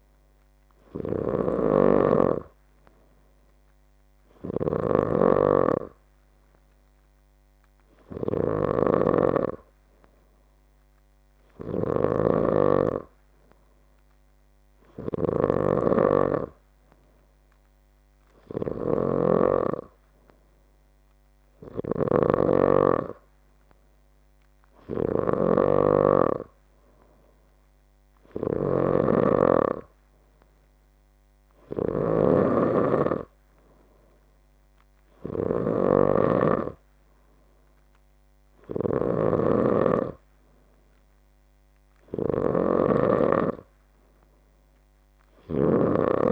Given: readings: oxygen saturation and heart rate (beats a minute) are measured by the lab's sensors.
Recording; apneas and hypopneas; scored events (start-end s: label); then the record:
breathing in sleep by a microphone on the trachea; none
none scored
From the record:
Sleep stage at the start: N3 (deep sleep); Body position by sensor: on the left side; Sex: male